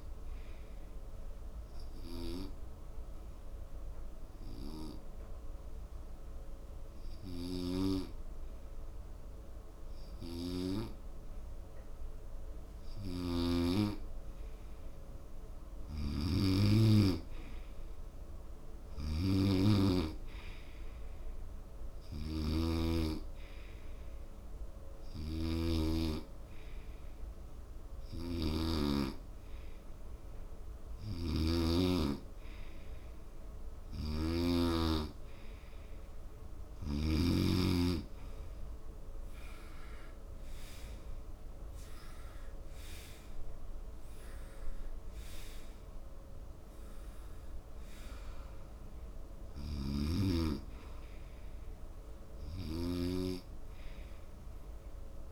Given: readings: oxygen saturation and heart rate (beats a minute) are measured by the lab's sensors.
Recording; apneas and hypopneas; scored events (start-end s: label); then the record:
breathing in sleep by a room microphone; 2
0.00-4.50 s: oxygen desaturation (device-marked, oxygen 92% lowest)
0.50-14.50 s: obstructive apnea (oxygen 96% before, 92% lowest)
17.00-20.50 s: arousal
22.50-35.00 s: snoring (device-marked)
25.00-35.50 s: hypopnea (oxygen 94% before, 92% lowest)
34.50-47.50 s: oxygen desaturation (device-marked, oxygen 98% before, 92% lowest)
46.50-51.50 s: arousal
From the record:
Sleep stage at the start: N2 (light sleep); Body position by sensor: on the right side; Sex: male